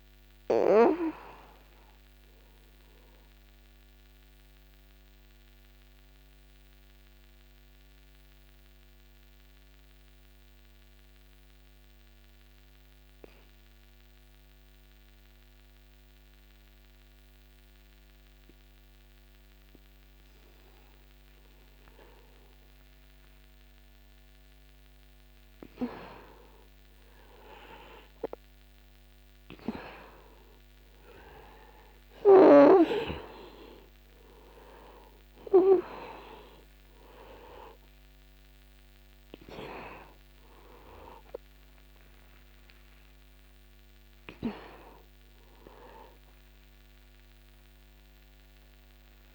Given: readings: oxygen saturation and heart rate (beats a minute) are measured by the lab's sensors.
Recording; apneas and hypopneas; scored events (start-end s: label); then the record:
breathing in sleep by a microphone on the trachea; 1
0.00-8.50 s: oxygen desaturation (device-marked, oxygen 83% lowest, heart rate 60 extreme)
4.50-20.50 s: central apnea (oxygen 93% before, 87% lowest, heart rate 60 before, 60 extreme, up 0 after)
24.00-29.00 s: arousal
27.50-49.35 s: oxygen desaturation (device-marked, oxygen 98% before, 87% lowest, heart rate 60 before, 61 extreme)
33.50-49.35 s: new sleep stage, N2 (light sleep)
From the record:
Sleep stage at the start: N1 (lightest sleep); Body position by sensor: on the back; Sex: male